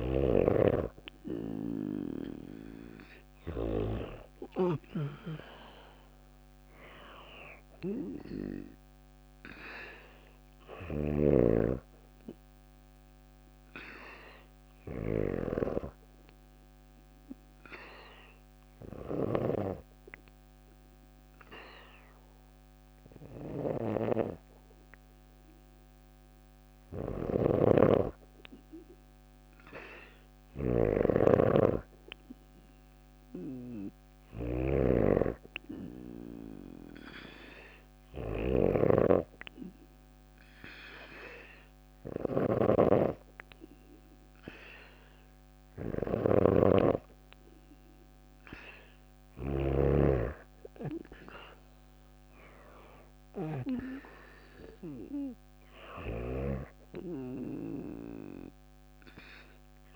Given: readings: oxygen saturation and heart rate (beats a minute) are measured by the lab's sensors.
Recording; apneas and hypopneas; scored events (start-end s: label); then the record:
breathing in sleep by a microphone on the trachea; 1
0.00-3.00 s: snoring (device-marked)
3.50-6.50 s: arousal
10.00-18.50 s: snoring (device-marked)
12.00-24.50 s: obstructive apnea (oxygen 96% before, 94% lowest)
26.00-29.00 s: arousal
26.00-49.00 s: snoring (device-marked)
55.00-59.50 s: snoring (device-marked)
From the record:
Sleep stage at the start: N2 (light sleep); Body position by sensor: on the back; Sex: female